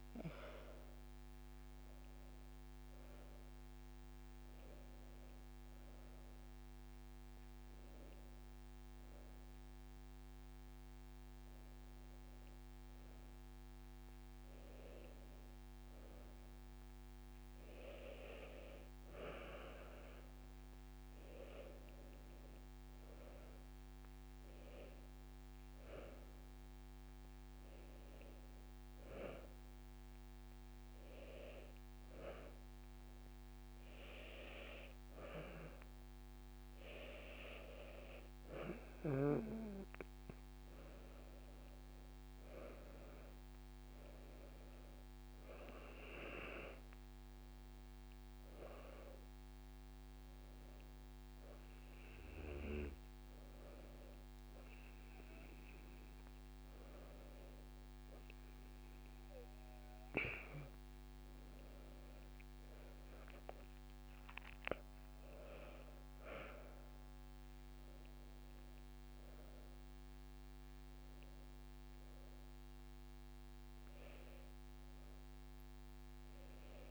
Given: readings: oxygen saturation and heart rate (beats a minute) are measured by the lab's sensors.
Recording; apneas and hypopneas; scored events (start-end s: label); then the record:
breathing in sleep by a microphone on the trachea; 1
0.00-7.50 s: drop in pulse transit time (device-marked, heart rate 55 extreme)
8.50-76.91 s: new sleep stage, N2 (light sleep)
19.00-21.00 s: long interval between heartbeats (device-marked, heart rate 72 before, 71 extreme)
21.50-23.50 s: long interval between heartbeats (device-marked, heart rate 72 before, 63 extreme)
23.50-25.50 s: long interval between heartbeats (device-marked, heart rate 71 before, 55 extreme)
41.50-44.50 s: arousal
41.50-51.50 s: drop in pulse transit time (device-marked, heart rate 68 before, 72 extreme)
49.00-60.00 s: hypopnea (oxygen 95% before, 92% lowest, heart rate 72 before, 36 extreme, up 14 after)
53.00-55.00 s: long interval between heartbeats (device-marked, heart rate 72 before, 71 extreme)
58.00-60.00 s: long interval between heartbeats (device-marked, heart rate 70 before, 44 extreme)
62.50-71.50 s: drop in pulse transit time (device-marked, heart rate 62 before, 36 extreme)
63.00-66.50 s: arousal
65.00-67.00 s: long interval between heartbeats (device-marked, heart rate 58 before, 50 extreme)
70.00-72.00 s: long interval between heartbeats (device-marked, heart rate 53 before, 55 extreme)
From the record:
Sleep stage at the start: N1 (lightest sleep); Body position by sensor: on the back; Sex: female